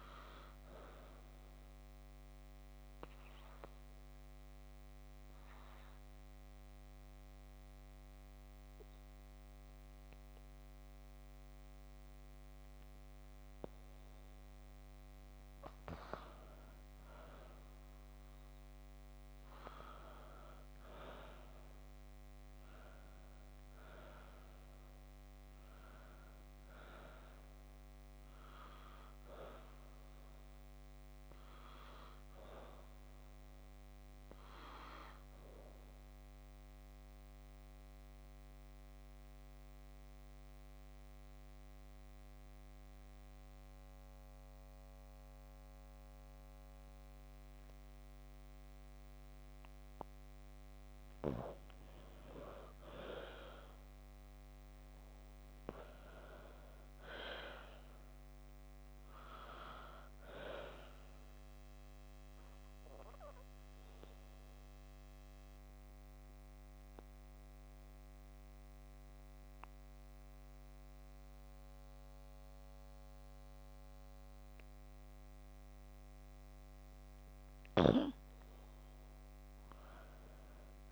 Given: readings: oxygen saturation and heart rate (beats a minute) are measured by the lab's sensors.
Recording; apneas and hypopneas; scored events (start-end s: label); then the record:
breathing in sleep by a microphone on the trachea; 3
3.50-15.50 s: obstructive apnea (oxygen 97% before, 90% lowest)
14.00-29.00 s: oxygen desaturation (device-marked, oxygen 95% before, 90% lowest)
19.00-23.00 s: arousal
37.00-50.50 s: mixed apnea (oxygen 97% before, 89% lowest)
47.00-55.00 s: oxygen desaturation (device-marked, oxygen 96% before, 93% lowest)
53.50-57.00 s: arousal
61.50-76.50 s: obstructive apnea (oxygen 96% before, 89% lowest)
78.50-80.91 s: arousal
From the record:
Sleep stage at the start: N2 (light sleep); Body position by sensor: on the back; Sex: female